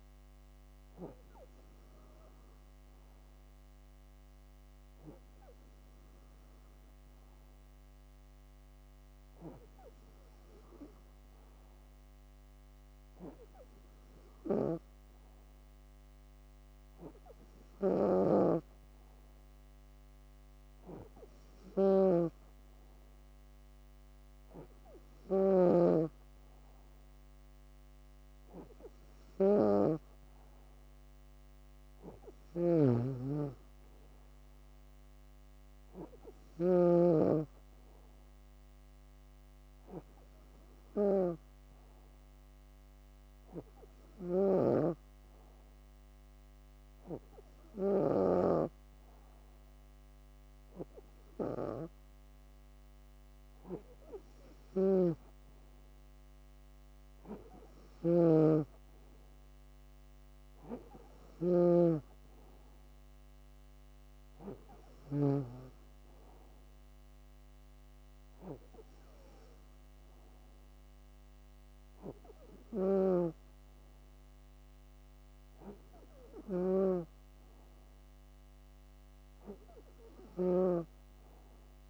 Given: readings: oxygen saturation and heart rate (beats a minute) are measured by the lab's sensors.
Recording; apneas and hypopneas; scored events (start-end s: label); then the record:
breathing in sleep by a microphone on the trachea; none
17.50-36.50 s: snoring (device-marked)
44.00-48.00 s: snoring (device-marked)
54.00-65.00 s: snoring (device-marked)
72.50-81.90 s: snoring (device-marked)
From the record:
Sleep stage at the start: N2 (light sleep); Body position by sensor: on the back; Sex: female